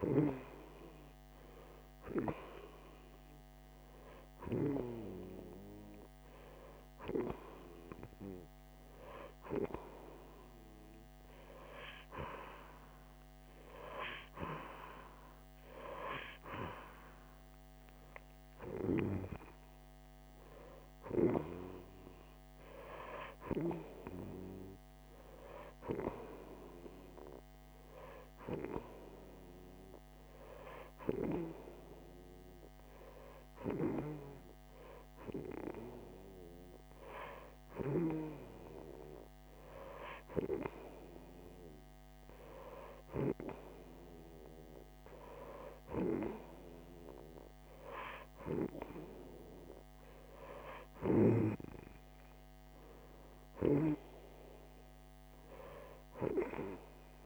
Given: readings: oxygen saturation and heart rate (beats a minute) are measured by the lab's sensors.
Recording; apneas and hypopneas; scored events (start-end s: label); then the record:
breathing in sleep by a microphone on the trachea; 2
2.50-13.50 s: hypopnea (oxygen 92% before, 89% lowest, heart rate 123 before, 106 extreme, up 28 after)
15.50-18.00 s: arousal
28.50-47.00 s: hypopnea (oxygen 91% before, 89% lowest, heart rate 179 before, 58 extreme)
48.00-50.50 s: arousal
From the record:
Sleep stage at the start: N2 (light sleep); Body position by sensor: on the right side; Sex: female